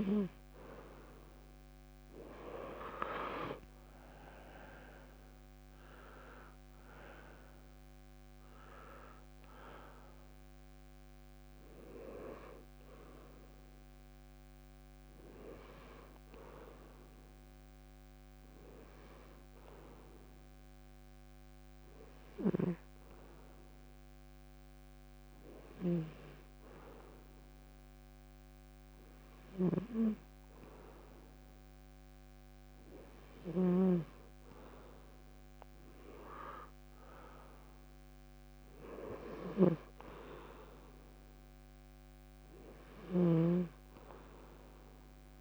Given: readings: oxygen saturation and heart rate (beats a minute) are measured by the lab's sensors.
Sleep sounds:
breathing in sleep by a microphone on the trachea; 1
12.50-16.00 s: arousal
18.50-31.00 s: hypopnea (oxygen 93% before, 93% lowest, heart rate 129 before, 26 extreme)
25.00-45.41 s: snoring (device-marked)
34.50-39.00 s: arousal
From the record:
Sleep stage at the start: N2 (light sleep); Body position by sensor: on the front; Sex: male

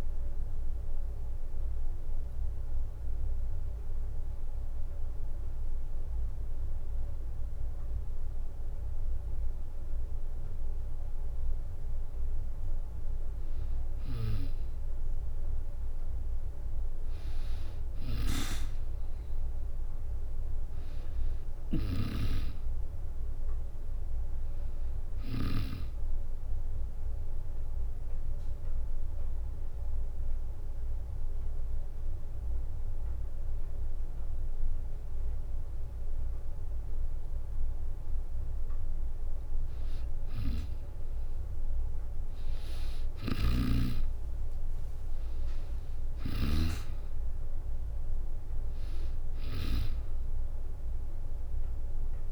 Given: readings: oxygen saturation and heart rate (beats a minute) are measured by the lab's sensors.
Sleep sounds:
breathing in sleep by a room microphone; 2
0.00-9.50 s: drop in pulse transit time (device-marked, heart rate 61 extreme)
0.00-20.50 s: oxygen desaturation (device-marked, oxygen 92% lowest, heart rate 61 extreme)
2.00-12.00 s: obstructive apnea (oxygen 96% before, 92% lowest, heart rate 125 before, 61 extreme, up 5 after)
17.50-25.50 s: snoring (device-marked)
21.50-24.50 s: arousal
25.50-37.50 s: oxygen desaturation (device-marked, oxygen 97% before, 93% lowest, heart rate 64 before, 64 extreme)
26.50-38.00 s: hypopnea (oxygen 97% before, 93% lowest, heart rate 65 before, 64 extreme, up 16 after)
40.00-43.50 s: snoring (device-marked)
42.50-45.50 s: arousal
43.50-45.50 s: long interval between heartbeats (device-marked, heart rate 67 before, 79 extreme)
45.50-49.50 s: snoring (device-marked)
46.50-52.32 s: oxygen desaturation (device-marked, oxygen 97% before, 93% lowest, heart rate 68 before, 65 extreme)
From the record:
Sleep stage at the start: N2 (light sleep); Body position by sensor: on the back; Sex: female

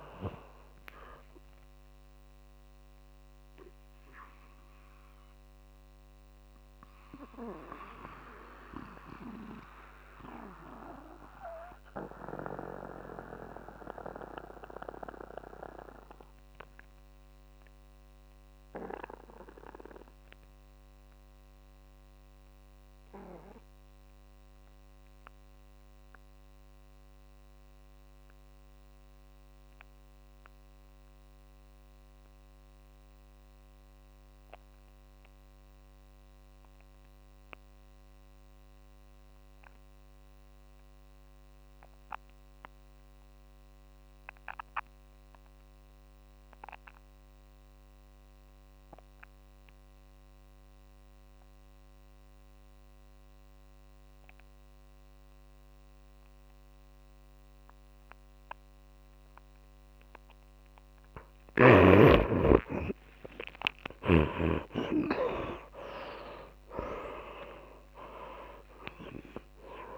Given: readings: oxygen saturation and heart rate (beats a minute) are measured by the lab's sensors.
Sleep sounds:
breathing in sleep by a microphone on the trachea; 1
0.00-21.50 s: oxygen desaturation (device-marked, oxygen 72% lowest, heart rate 125 extreme)
0.00-69.98 s: tachycardia (device-marked)
3.50-61.00 s: mixed apnea (oxygen 98% before, 67% lowest, heart rate 157 before, 111 extreme, up 31 after)
35.50-69.98 s: oxygen desaturation (device-marked, oxygen 99% before, 71% lowest, heart rate 157 before, 111 extreme)
64.00-69.00 s: arousal
From the record:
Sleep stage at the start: N2 (light sleep); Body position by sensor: on the back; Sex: male

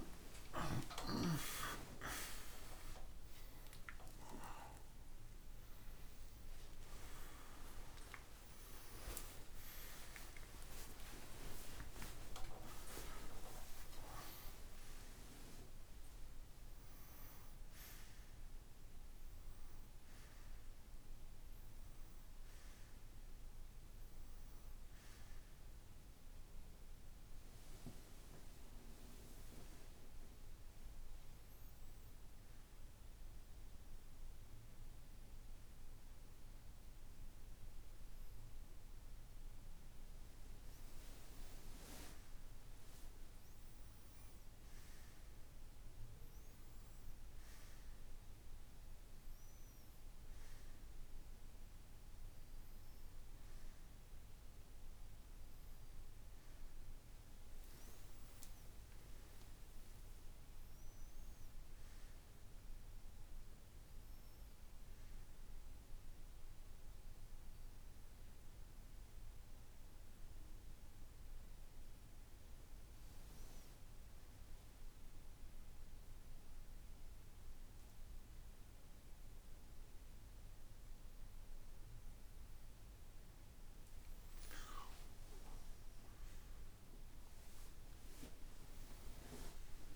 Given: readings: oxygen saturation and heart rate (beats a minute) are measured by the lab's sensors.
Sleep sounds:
a person partly awake in a sleep study, by a room microphone; none
12.50-89.96 s: new sleep stage, N1 (lightest sleep)
83.50-88.00 s: arousal
From the record:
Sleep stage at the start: awake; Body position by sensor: on the right side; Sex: male

